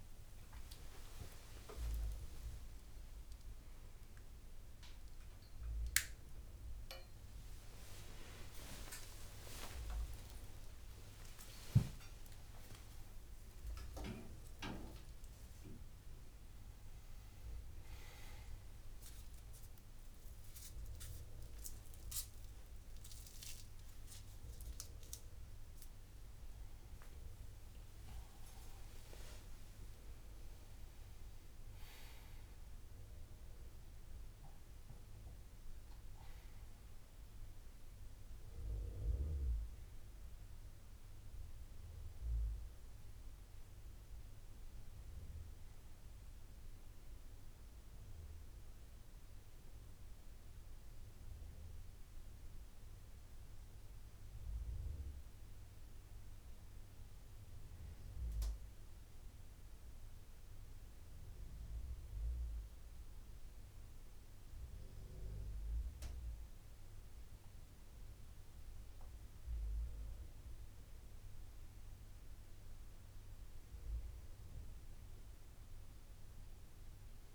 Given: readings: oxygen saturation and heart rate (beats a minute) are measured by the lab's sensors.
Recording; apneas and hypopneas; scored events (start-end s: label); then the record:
a person awake in a sleep study, by a room microphone; none
none scored
From the record:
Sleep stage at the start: awake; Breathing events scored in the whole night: 185 in 4.1 hours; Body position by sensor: upright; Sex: male